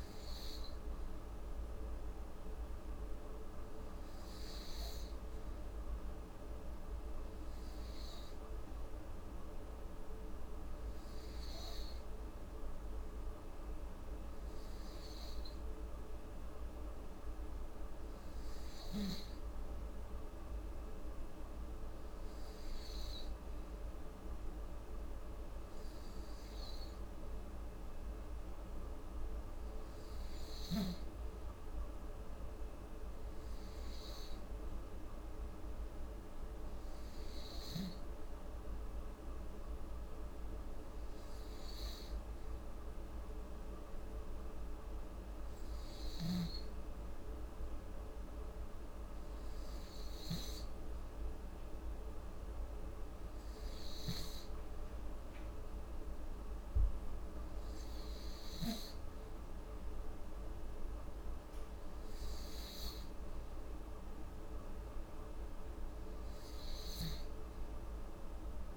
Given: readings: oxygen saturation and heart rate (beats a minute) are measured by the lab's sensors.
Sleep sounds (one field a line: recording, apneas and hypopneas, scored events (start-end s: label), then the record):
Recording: breathing in sleep, hard to hear, by a room microphone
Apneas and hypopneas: none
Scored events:
none scored
From the record:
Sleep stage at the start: N2 (light sleep)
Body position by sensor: on the back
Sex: female